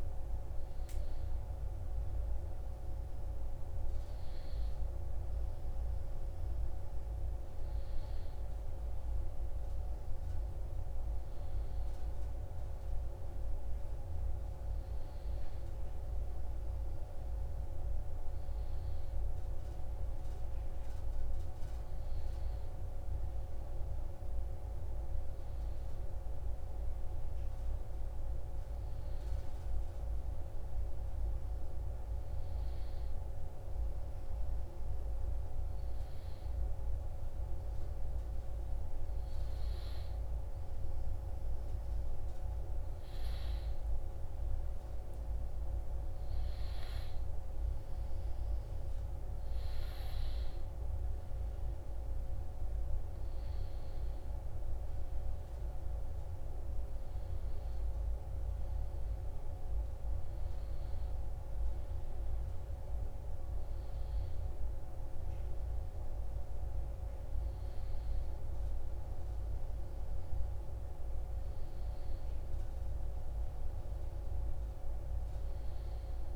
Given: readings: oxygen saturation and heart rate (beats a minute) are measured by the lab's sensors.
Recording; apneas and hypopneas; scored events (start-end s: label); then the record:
a person partly awake in a sleep study, hard to hear, by a room microphone; none
12.00-76.36 s: new sleep stage, N1 (lightest sleep)
72.00-75.50 s: arousal
From the record:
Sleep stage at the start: awake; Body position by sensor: on the right side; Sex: male